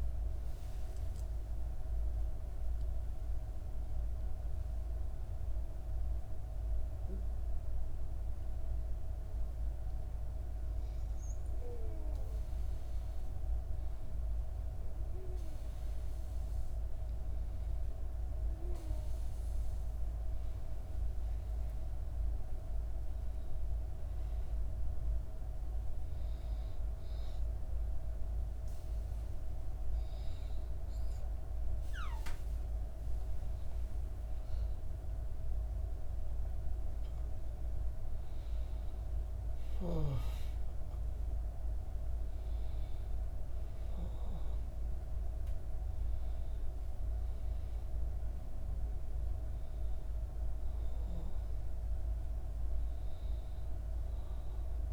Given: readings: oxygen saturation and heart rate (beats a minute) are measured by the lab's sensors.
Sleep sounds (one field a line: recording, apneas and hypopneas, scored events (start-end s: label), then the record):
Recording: breathing in sleep, hard to hear, by a room microphone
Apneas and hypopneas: none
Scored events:
1.00-7.00 s: arousal
25.50-54.93 s: new sleep stage, N1 (lightest sleep)
From the record:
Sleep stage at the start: N2 (light sleep)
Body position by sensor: on the back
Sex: female